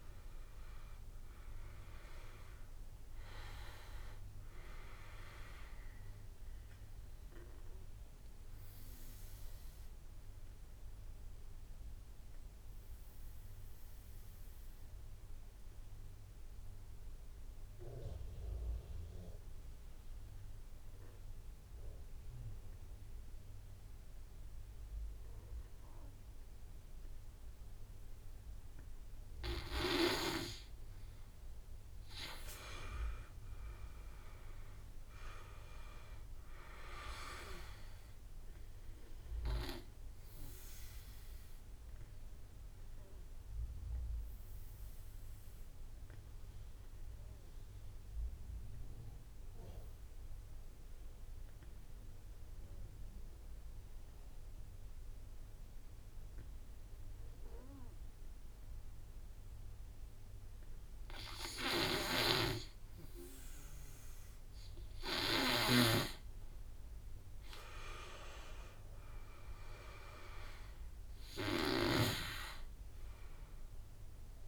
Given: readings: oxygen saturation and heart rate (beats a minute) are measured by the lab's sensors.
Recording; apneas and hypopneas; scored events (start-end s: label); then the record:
breathing in sleep by a room microphone; 2
0.00-23.50 s: oxygen desaturation (device-marked, oxygen 87% lowest, heart rate 46 extreme)
6.50-27.50 s: obstructive apnea (oxygen 100% before, 87% lowest, heart rate 55 before, 46 extreme, up 15 after)
7.50-20.50 s: drop in pulse transit time (device-marked, heart rate 55 before, 47 extreme)
29.50-58.50 s: oxygen desaturation (device-marked, oxygen 99% before, 89% lowest, heart rate 51 before, 46 extreme)
31.50-35.00 s: arousal
40.50-60.50 s: obstructive apnea (oxygen 99% before, 88% lowest, heart rate 56 before, 47 extreme, up 8 after)
66.50-74.48 s: oxygen desaturation (device-marked, oxygen 97% before, 89% lowest, heart rate 51 before, 45 extreme)
From the record:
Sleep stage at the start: N2 (light sleep); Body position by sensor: on the back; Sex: male